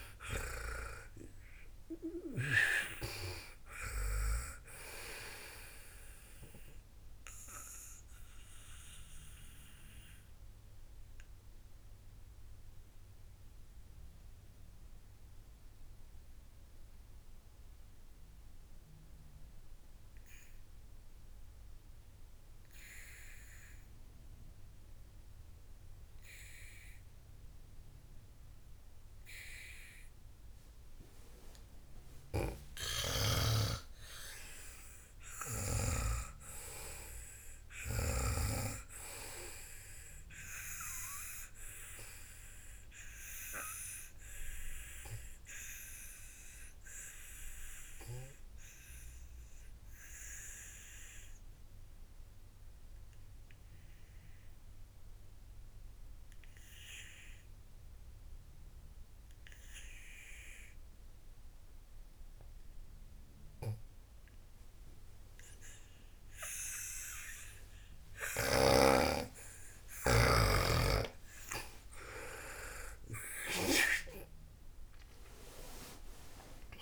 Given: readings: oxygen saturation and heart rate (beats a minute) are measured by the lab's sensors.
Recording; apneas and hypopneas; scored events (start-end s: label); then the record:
breathing in sleep by a room microphone; 2
0.00-3.00 s: snoring (device-marked)
0.00-26.50 s: oxygen desaturation (device-marked, oxygen 89% lowest, heart rate 55 extreme)
8.00-32.50 s: obstructive apnea (oxygen 98% before, 89% lowest, heart rate 87 before, 55 extreme)
32.50-36.50 s: snoring (device-marked)
33.00-37.00 s: arousal
40.50-58.50 s: oxygen desaturation (device-marked, oxygen 99% before, 94% lowest, heart rate 76 before, 56 extreme)
41.50-67.50 s: obstructive apnea (oxygen 99% before, 89% lowest, heart rate 77 before, 56 extreme)
64.00-74.50 s: snoring (device-marked)
69.00-73.00 s: arousal
71.50-76.81 s: oxygen desaturation (device-marked, oxygen 97% before, 89% lowest, heart rate 66 before, 56 extreme)
From the record:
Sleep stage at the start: N2 (light sleep); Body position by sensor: on the back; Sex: female